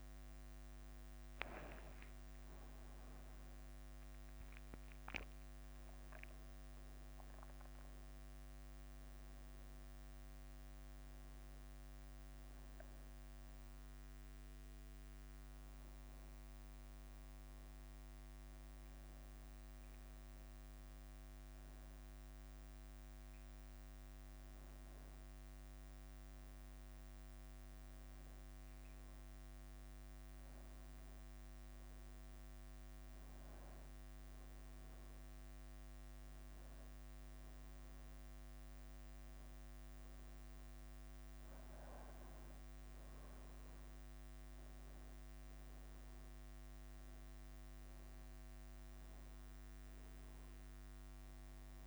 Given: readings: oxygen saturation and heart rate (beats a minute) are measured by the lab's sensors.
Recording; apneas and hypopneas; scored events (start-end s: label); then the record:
breathing in sleep, hard to hear, by a microphone on the trachea; none
0.00-1.50 s: arousal
2.50-4.50 s: long interval between heartbeats (device-marked, heart rate 57 before, 66 extreme)
5.00-51.87 s: bradycardia (device-marked, heart rate 57 before, 52 extreme)
46.00-49.50 s: arousal
From the record:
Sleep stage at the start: N1 (lightest sleep); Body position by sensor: on the back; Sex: male